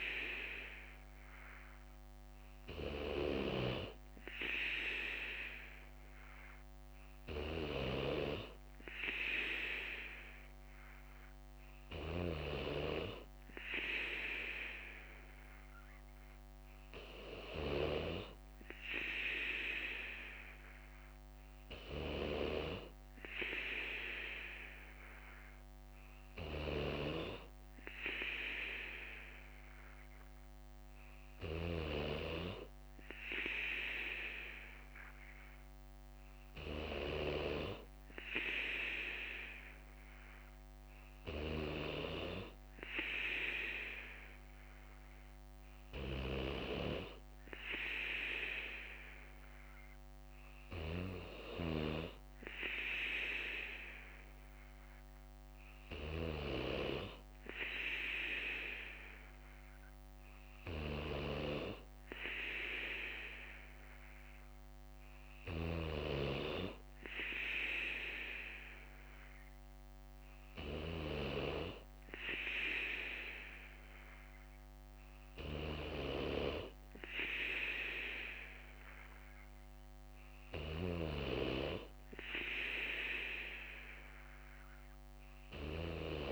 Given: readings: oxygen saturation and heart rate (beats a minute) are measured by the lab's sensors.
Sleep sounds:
breathing in sleep by a microphone on the trachea; none
21.50-28.50 s: bradycardia (device-marked, heart rate 60 before, 58 extreme)
29.50-31.50 s: bradycardia (device-marked, heart rate 60 before, 58 extreme)
50.50-52.50 s: bradycardia (device-marked, heart rate 60 before, 60 extreme)
From the record:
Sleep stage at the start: N3 (deep sleep); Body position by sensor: on the right side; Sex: male

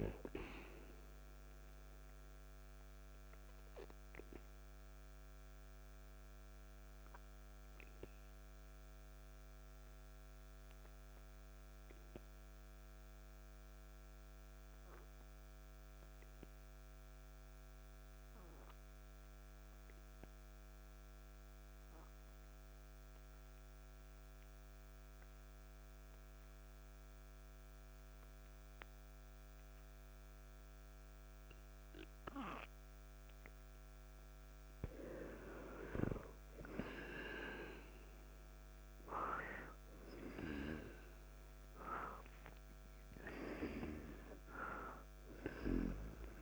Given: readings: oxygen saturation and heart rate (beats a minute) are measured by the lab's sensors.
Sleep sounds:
breathing in sleep by a microphone on the trachea; 1
0.00-2.00 s: oxygen desaturation (device-marked, oxygen 94% lowest, heart rate 54 extreme)
4.00-33.00 s: obstructive apnea (oxygen 98% before, 89% lowest, heart rate 53 before, 50 extreme, up 0 after)
10.00-26.00 s: oxygen desaturation (device-marked, oxygen 95% before, 89% lowest, heart rate 55 before, 50 extreme)
34.00-38.00 s: arousal
From the record:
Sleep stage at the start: N2 (light sleep); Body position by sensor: on the back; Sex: male

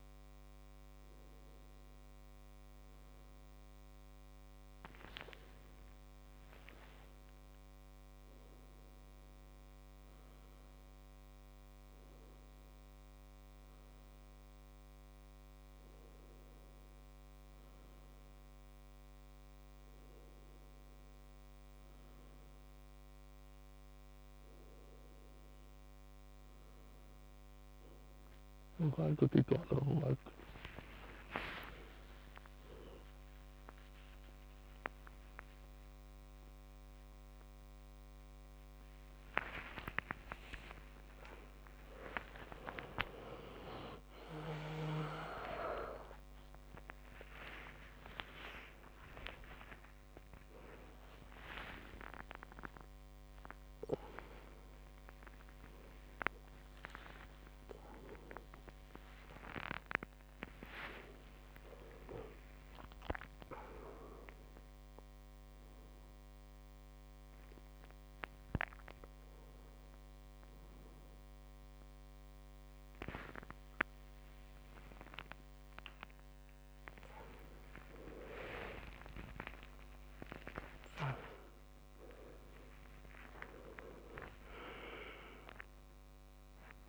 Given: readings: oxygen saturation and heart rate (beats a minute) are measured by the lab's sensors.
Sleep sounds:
a person awake in a sleep study, by a microphone on the trachea; none
35.00-41.00 s: tachycardia (device-marked, heart rate 80 before, 113 extreme)
37.00-39.00 s: long interval between heartbeats (device-marked, heart rate 78 before, 94 extreme)
40.50-42.50 s: long interval between heartbeats (device-marked, heart rate 81 before, 113 extreme)
56.50-58.50 s: long interval between heartbeats (device-marked, heart rate 98 before, 97 extreme)
57.00-63.00 s: tachycardia (device-marked, heart rate 81 before, 112 extreme)
60.00-62.00 s: long interval between heartbeats (device-marked, heart rate 98 before, 112 extreme)
76.50-78.50 s: long interval between heartbeats (device-marked, heart rate 95 before, 92 extreme)
77.00-84.00 s: tachycardia (device-marked, heart rate 83 before, 116 extreme)
80.00-82.00 s: long interval between heartbeats (device-marked, heart rate 94 before, 106 extreme)
85.00-86.89 s: tachycardia (device-marked, heart rate 83 before, 110 extreme)
From the record:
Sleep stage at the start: awake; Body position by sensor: on the back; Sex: male

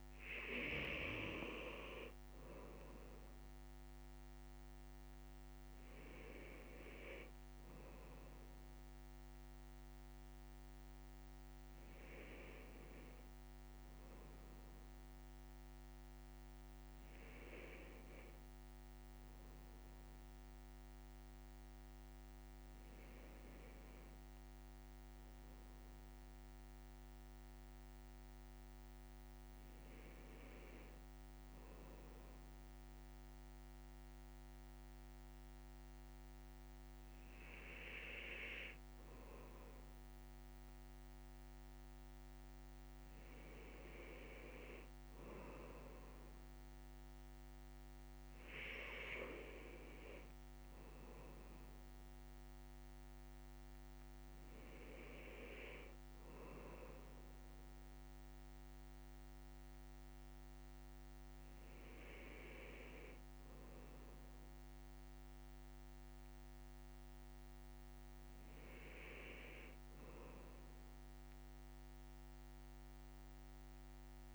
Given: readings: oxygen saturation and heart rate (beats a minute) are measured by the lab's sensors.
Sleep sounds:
breathing in sleep by a microphone on the trachea; none
none scored
From the record:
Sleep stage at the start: N2 (light sleep); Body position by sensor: on the left side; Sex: male

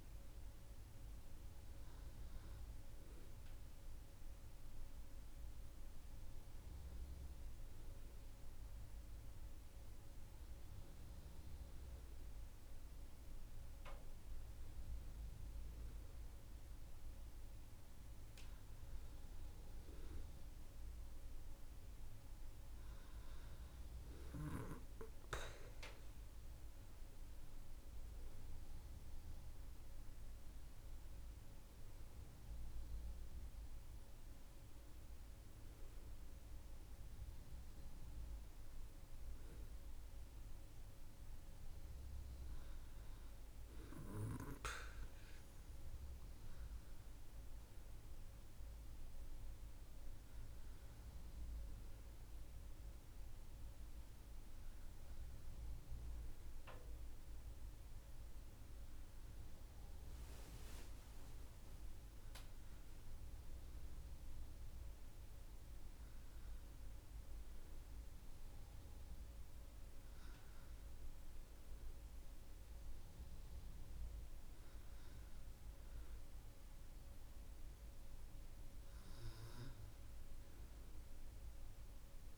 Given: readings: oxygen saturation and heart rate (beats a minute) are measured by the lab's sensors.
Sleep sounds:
breathing in sleep, hard to hear, by a room microphone; none
none scored
From the record:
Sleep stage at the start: N2 (light sleep); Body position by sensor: on the back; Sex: female

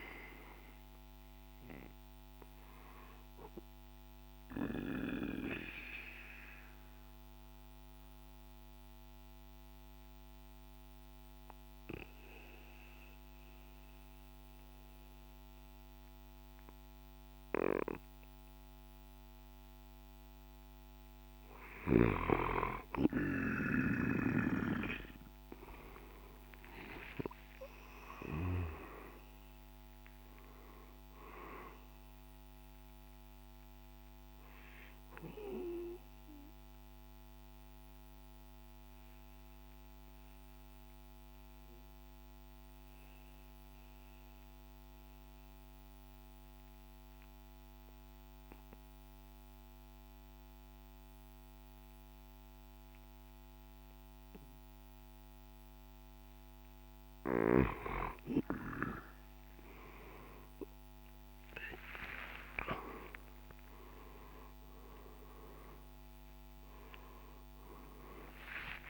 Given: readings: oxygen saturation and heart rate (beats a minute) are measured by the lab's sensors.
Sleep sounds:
breathing in sleep by a microphone on the trachea; 2
0.00-2.50 s: drop in pulse transit time (device-marked, heart rate 60 extreme)
4.00-20.00 s: obstructive apnea (oxygen 94% before, 88% lowest, heart rate 62 before, 49 extreme, up 3 after)
25.50-30.50 s: arousal
27.50-40.50 s: drop in pulse transit time (device-marked, heart rate 56 before, 49 extreme)
28.50-57.50 s: oxygen desaturation (device-marked, oxygen 98% before, 88% lowest, heart rate 56 before, 49 extreme)
35.00-54.50 s: obstructive apnea (oxygen 98% before, 88% lowest, heart rate 57 before, 49 extreme, up 8 after)
61.00-67.50 s: arousal
63.50-68.90 s: drop in pulse transit time (device-marked, heart rate 53 before, 52 extreme)
From the record:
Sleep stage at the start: N2 (light sleep); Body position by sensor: on the right side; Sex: male

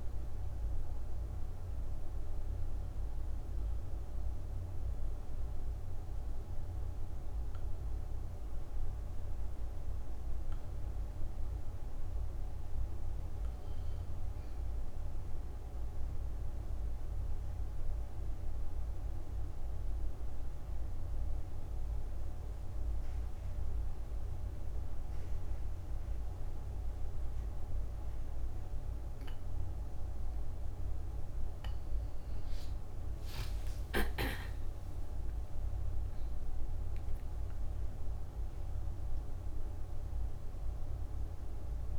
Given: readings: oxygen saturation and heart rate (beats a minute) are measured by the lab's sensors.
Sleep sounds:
breathing in sleep, hard to hear, by a room microphone; 1
0.00-24.50 s: oxygen desaturation (device-marked, oxygen 82% lowest)
15.00-30.50 s: obstructive apnea (oxygen 98% before, 82% lowest)
32.50-38.00 s: arousal
39.50-41.99 s: oxygen desaturation (device-marked, oxygen 98% before, 92% lowest)
From the record:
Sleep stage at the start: N2 (light sleep); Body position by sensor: on the back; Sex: female

